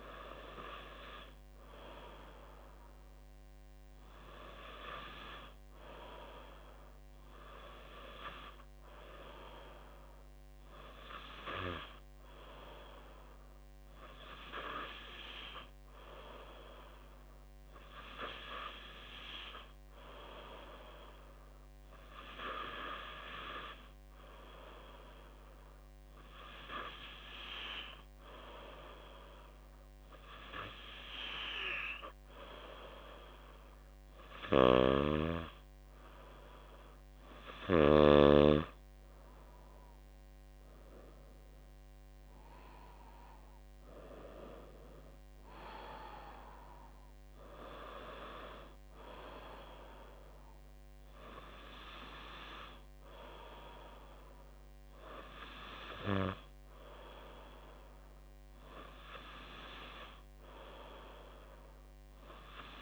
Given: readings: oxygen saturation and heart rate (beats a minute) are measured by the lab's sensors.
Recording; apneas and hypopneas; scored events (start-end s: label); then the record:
breathing in sleep by a microphone on the trachea; 1
10.00-35.50 s: hypopnea (oxygen 98% before, 96% lowest, heart rate 55 before, 54 extreme, up 4 after)
41.00-45.00 s: arousal
From the record:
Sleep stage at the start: N2 (light sleep); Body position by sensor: on the back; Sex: female